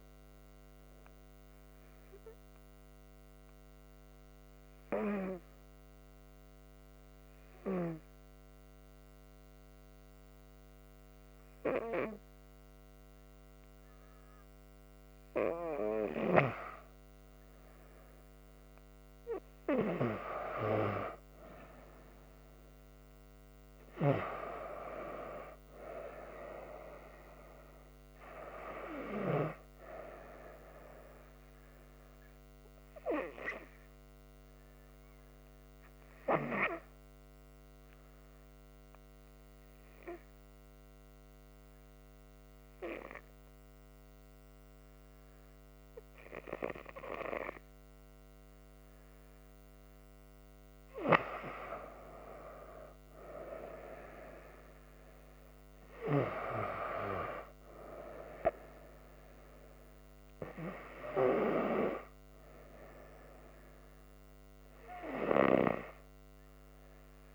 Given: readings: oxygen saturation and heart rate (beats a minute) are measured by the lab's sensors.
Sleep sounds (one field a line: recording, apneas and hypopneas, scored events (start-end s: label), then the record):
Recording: breathing in sleep by a microphone on the trachea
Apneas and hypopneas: 2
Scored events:
2.00-17.50 s: hypopnea (oxygen 98% before, 95% lowest, heart rate 73 before, 64 extreme, up 3 after)
4.50-13.50 s: oxygen desaturation (device-marked, oxygen 98% before, 95% lowest, heart rate 71 before, 64 extreme)
21.00-25.00 s: arousal
31.50-51.00 s: hypopnea (oxygen 98% before, 95% lowest, heart rate 66 before, 65 extreme, up 5 after)
53.00-57.00 s: arousal
From the record:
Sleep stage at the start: N2 (light sleep)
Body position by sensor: on the front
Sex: female